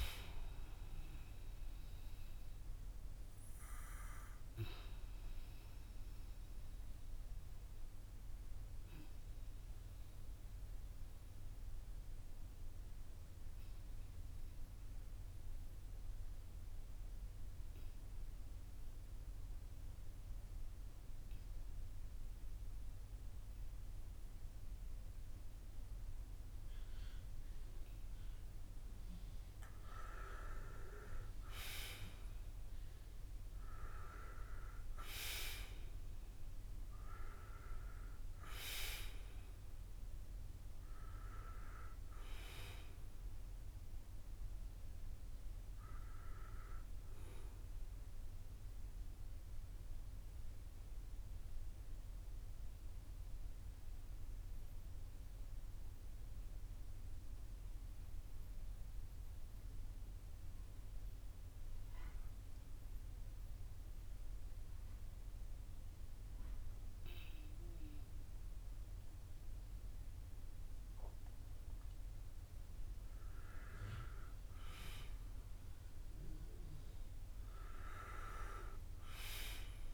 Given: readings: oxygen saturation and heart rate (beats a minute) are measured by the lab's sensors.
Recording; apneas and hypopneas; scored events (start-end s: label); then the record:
breathing in sleep by a room microphone; 2
0.00-19.00 s: oxygen desaturation (device-marked, oxygen 92% lowest, heart rate 50 extreme)
2.00-29.00 s: obstructive apnea (oxygen 97% before, 90% lowest, heart rate 57 before, 50 extreme, up 8 after)
31.00-36.50 s: arousal
48.00-72.50 s: mixed apnea (oxygen 96% before, 90% lowest, heart rate 57 before, 46 extreme, up 9 after)
54.00-65.00 s: oxygen desaturation (device-marked, oxygen 93% before, 90% lowest, heart rate 56 before, 47 extreme)
74.50-79.00 s: arousal
From the record:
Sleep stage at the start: N2 (light sleep); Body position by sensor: on the back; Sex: male